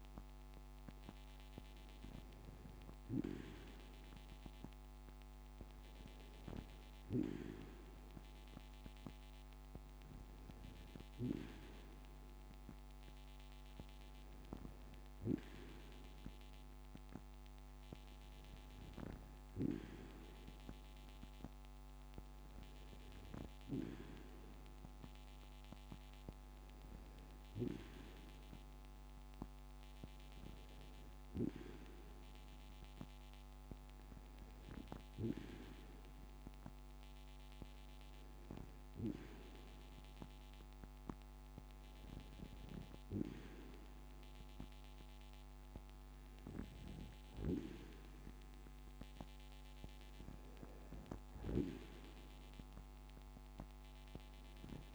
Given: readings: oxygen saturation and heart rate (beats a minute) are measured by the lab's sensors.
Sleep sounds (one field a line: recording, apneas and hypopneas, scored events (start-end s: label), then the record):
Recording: breathing in sleep by a microphone on the trachea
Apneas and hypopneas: none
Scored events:
none scored
From the record:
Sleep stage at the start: N2 (light sleep)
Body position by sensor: on the back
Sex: female